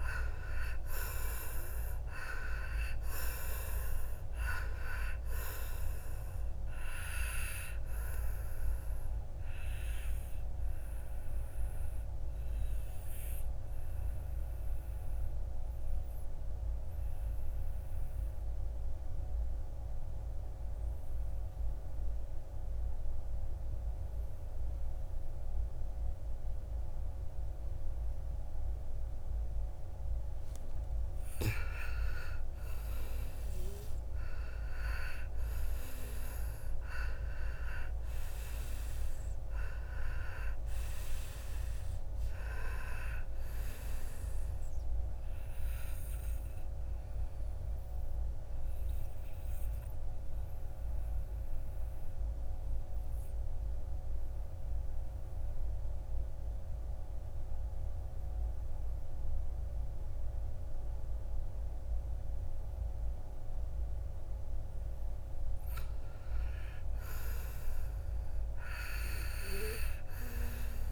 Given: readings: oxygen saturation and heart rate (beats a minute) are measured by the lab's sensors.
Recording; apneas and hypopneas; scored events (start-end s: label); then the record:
breathing in sleep by a room microphone; 2
0.00-19.50 s: oxygen desaturation (device-marked, oxygen 78% lowest, heart rate 58 extreme)
7.00-30.00 s: obstructive apnea (oxygen 99% before, 78% lowest, heart rate 67 before, 54 extreme, up 11 after)
31.50-35.50 s: arousal
31.50-55.50 s: oxygen desaturation (device-marked, oxygen 99% before, 86% lowest, heart rate 59 before, 53 extreme)
45.00-63.50 s: obstructive apnea (oxygen 99% before, 79% lowest, heart rate 64 before, 53 extreme, up 10 after)
65.50-68.50 s: arousal
68.50-70.92 s: oxygen desaturation (device-marked, oxygen 98% before, 89% lowest, heart rate 56 before, 57 extreme)
From the record:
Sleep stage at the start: N2 (light sleep); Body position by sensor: on the back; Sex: male